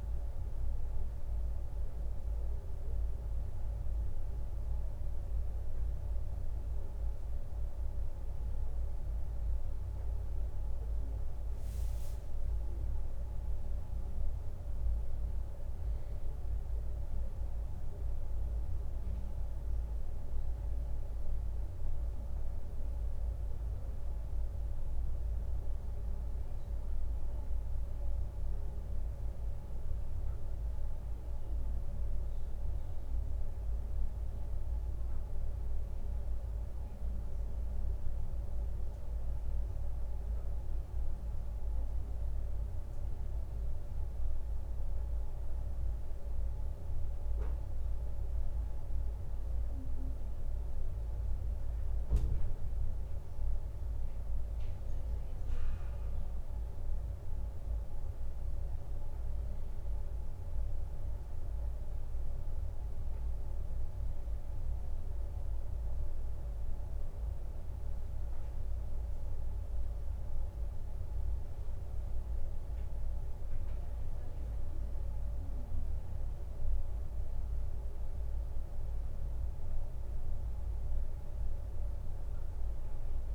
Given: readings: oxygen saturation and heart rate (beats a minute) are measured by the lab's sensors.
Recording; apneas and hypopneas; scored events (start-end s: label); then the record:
breathing in sleep, hard to hear, by a room microphone; none
5.50-83.35 s: new sleep stage, N2 (light sleep)
11.50-15.50 s: leg movement (device-marked)
From the record:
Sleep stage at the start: N1 (lightest sleep); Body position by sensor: on the right side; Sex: male